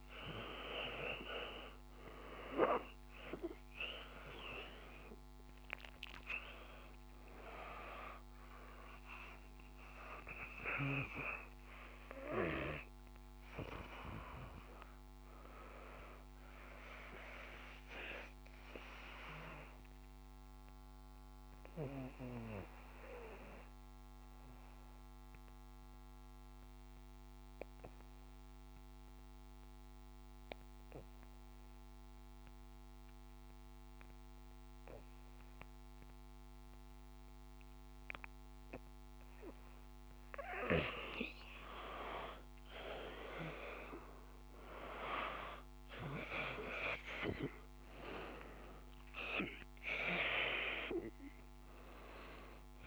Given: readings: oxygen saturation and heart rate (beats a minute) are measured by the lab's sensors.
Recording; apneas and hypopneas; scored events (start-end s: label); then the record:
breathing in sleep by a microphone on the trachea; 1
0.00-3.00 s: arousal
0.00-26.00 s: oxygen desaturation (device-marked, oxygen 88% lowest, heart rate 55 extreme)
17.00-38.50 s: obstructive apnea (oxygen 98% before, 88% lowest, heart rate 59 before, 55 extreme, up 4 after)
40.00-43.00 s: arousal
45.00-52.87 s: oxygen desaturation (device-marked, oxygen 97% before, 90% lowest, heart rate 56 before, 55 extreme)
From the record:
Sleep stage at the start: N2 (light sleep); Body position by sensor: on the back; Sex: male